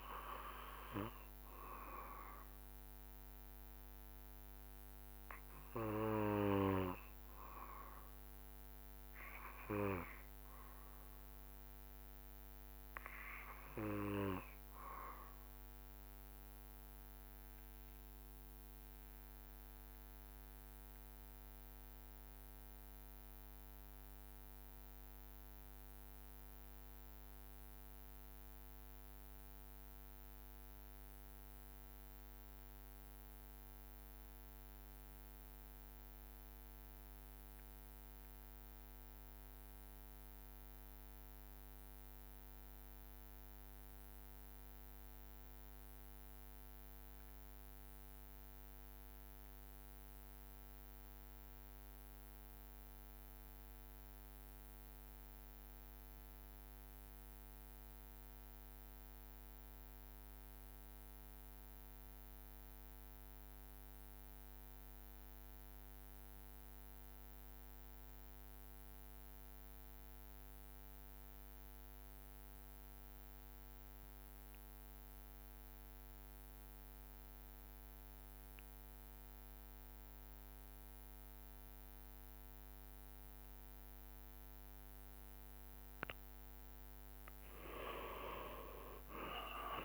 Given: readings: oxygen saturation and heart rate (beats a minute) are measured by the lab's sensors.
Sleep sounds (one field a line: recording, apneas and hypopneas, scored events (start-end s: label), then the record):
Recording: breathing in sleep by a microphone on the trachea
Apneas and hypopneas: 1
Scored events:
0.50-85.50 s: obstructive apnea (oxygen 95% before, 77% lowest, heart rate 69 before, 66 extreme, up 16 after)
21.00-89.85 s: oxygen desaturation (device-marked, oxygen 98% before, 77% lowest, heart rate 70 before, 66 extreme)
45.00-47.00 s: long interval between heartbeats (device-marked, heart rate 69 before, 68 extreme)
88.00-89.85 s: arousal
From the record:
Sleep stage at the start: N2 (light sleep)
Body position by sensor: on the back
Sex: male